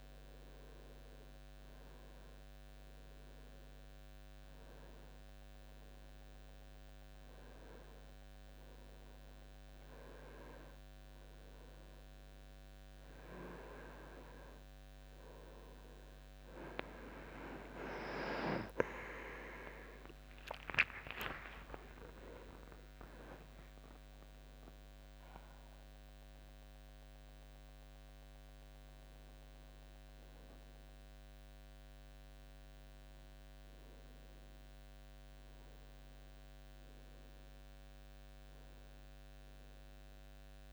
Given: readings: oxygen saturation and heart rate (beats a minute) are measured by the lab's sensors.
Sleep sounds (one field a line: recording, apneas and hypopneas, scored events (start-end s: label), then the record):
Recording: breathing in sleep by a microphone on the trachea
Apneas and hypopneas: none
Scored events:
17.50-22.00 s: arousal
From the record:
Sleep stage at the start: N2 (light sleep)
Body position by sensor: on the right side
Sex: male